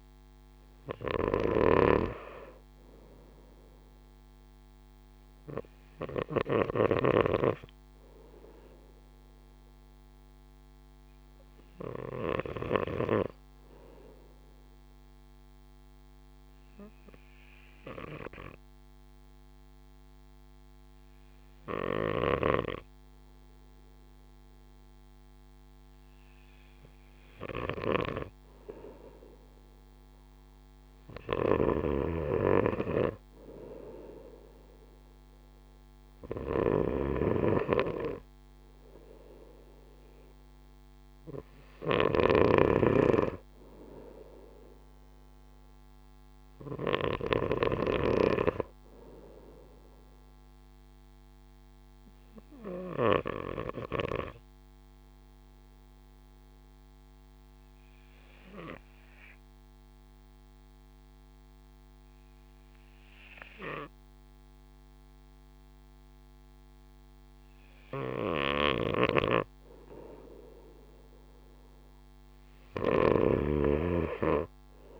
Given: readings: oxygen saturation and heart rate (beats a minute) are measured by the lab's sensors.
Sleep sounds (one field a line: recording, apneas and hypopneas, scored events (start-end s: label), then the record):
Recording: breathing in sleep by a microphone on the trachea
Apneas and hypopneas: 2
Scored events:
0.00-7.50 s: snoring (device-marked)
14.00-27.00 s: obstructive apnea (oxygen 96% before, 94% lowest)
29.00-32.00 s: arousal
31.50-48.00 s: snoring (device-marked)
52.50-67.00 s: obstructive apnea (oxygen 96% before, 94% lowest)
68.50-75.00 s: snoring (device-marked)
69.00-73.00 s: arousal
From the record:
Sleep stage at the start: N2 (light sleep)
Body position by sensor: on the right side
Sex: male